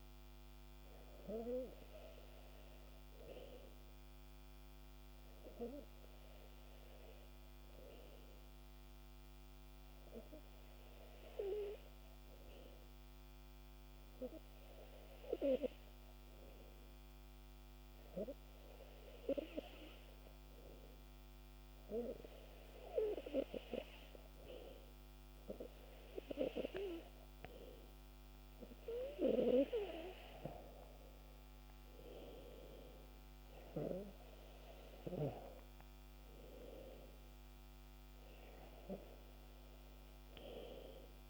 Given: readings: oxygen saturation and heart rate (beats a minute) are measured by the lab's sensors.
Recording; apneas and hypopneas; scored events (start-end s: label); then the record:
breathing in sleep by a microphone on the trachea; 1
3.00-23.00 s: hypopnea (oxygen 97% before, 94% lowest, heart rate 71 before, 69 extreme, up 3 after)
25.00-28.50 s: arousal
From the record:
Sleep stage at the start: N2 (light sleep); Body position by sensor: on the back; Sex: male